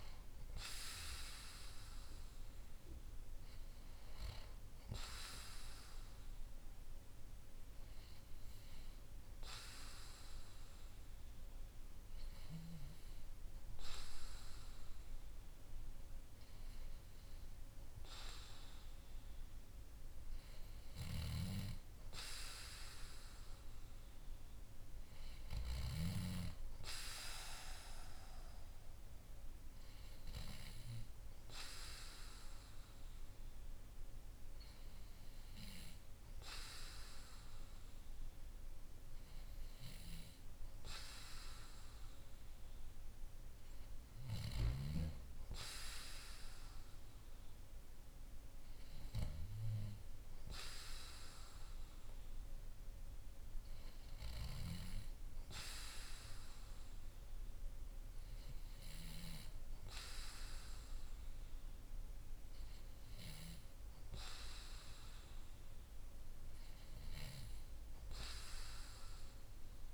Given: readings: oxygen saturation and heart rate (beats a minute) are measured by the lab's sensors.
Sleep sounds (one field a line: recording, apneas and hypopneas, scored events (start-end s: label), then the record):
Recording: breathing in sleep by a room microphone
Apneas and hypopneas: none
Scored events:
none scored
From the record:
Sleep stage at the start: N2 (light sleep)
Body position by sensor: on the back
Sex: male